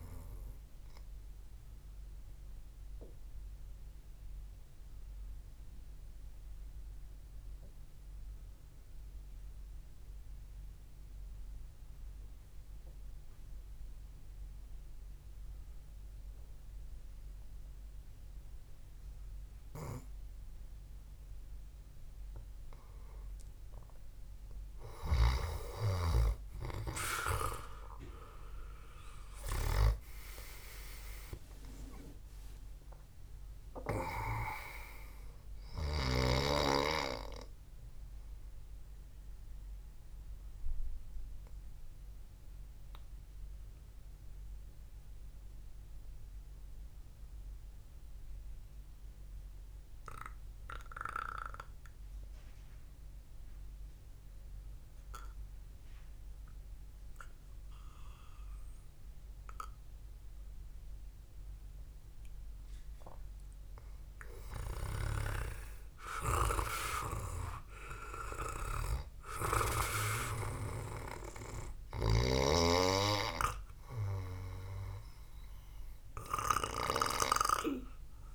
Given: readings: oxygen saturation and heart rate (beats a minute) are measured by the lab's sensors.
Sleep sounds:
breathing in sleep by a room microphone; 2
0.00-14.00 s: oxygen desaturation (device-marked, oxygen 92% lowest, heart rate 66 extreme)
3.00-23.00 s: obstructive apnea (oxygen 98% before, 91% lowest, heart rate 72 before, 66 extreme, up 4 after)
24.00-27.50 s: arousal
25.00-43.00 s: oxygen desaturation (device-marked, oxygen 98% before, 91% lowest, heart rate 70 before, 67 extreme)
25.50-30.50 s: snoring (device-marked)
44.00-64.00 s: mixed apnea (oxygen 98% before, 89% lowest, heart rate 72 before, 67 extreme, up 6 after)
45.00-54.00 s: oxygen desaturation (device-marked, oxygen 94% before, 91% lowest, heart rate 72 before, 67 extreme)
65.50-69.50 s: arousal
67.00-78.35 s: oxygen desaturation (device-marked, oxygen 98% before, 89% lowest, heart rate 74 before, 66 extreme)
From the record:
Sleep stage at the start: N2 (light sleep); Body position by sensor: on the back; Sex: male

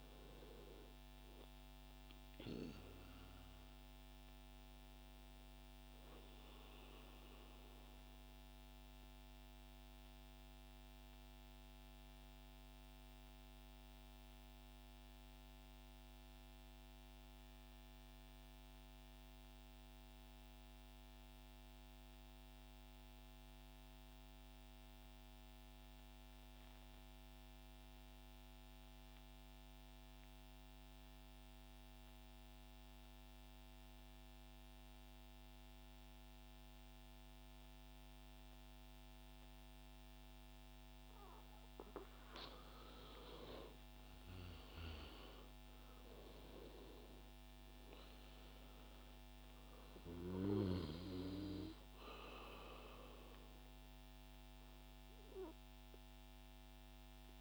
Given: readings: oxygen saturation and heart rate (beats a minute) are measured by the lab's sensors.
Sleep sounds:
breathing in sleep by a microphone on the trachea; 1
0.00-12.50 s: oxygen desaturation (device-marked, oxygen 90% lowest, heart rate 103 extreme)
7.50-41.50 s: central apnea (oxygen 97% before, 91% lowest, heart rate 152 before, 78 extreme, up 40 after)
34.50-57.41 s: oxygen desaturation (device-marked, oxygen 99% before, 91% lowest, heart rate 151 before, 27 extreme)
43.50-47.50 s: arousal
From the record:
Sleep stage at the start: N2 (light sleep); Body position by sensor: on the right side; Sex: male

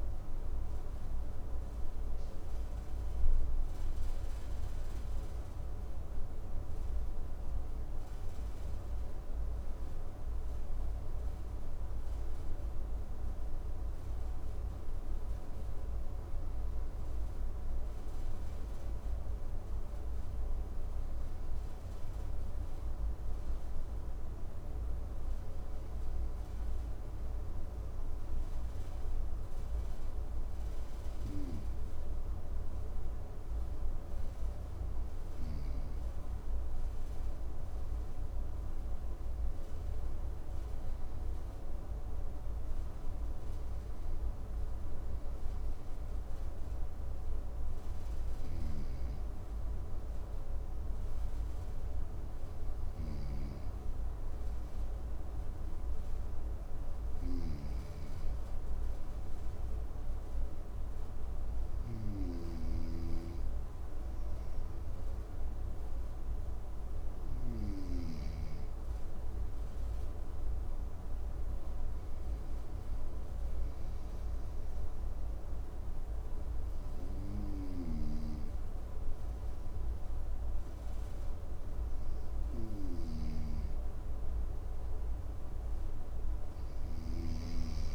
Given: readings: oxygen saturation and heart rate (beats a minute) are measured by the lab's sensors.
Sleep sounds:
breathing in sleep by a room microphone; none
56.50-67.50 s: snoring (device-marked)
77.00-87.00 s: snoring (device-marked)
From the record:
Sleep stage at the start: N2 (light sleep); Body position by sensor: on the right side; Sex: male

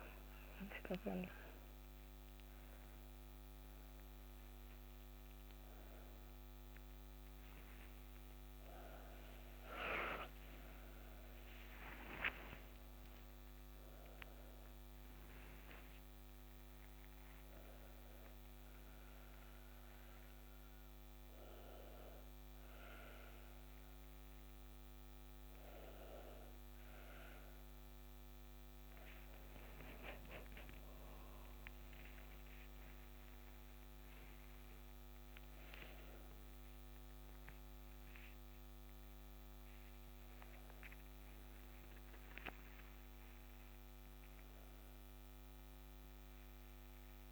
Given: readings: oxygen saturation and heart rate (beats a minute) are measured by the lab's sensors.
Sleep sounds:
a person awake in a sleep study, by a microphone on the trachea; none
none scored
From the record:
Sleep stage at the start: awake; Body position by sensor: upright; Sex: female

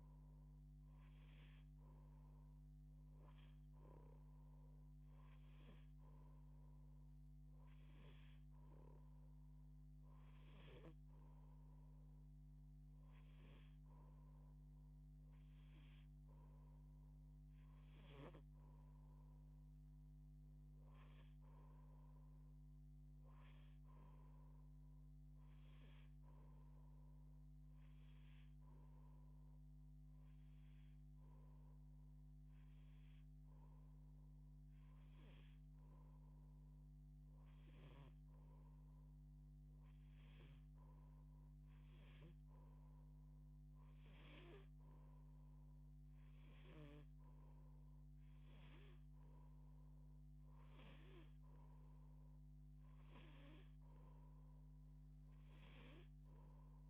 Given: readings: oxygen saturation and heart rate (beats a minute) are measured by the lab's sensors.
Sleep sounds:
breathing in sleep by a microphone on the trachea; none
none scored
From the record:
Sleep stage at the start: N2 (light sleep); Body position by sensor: on the back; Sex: female

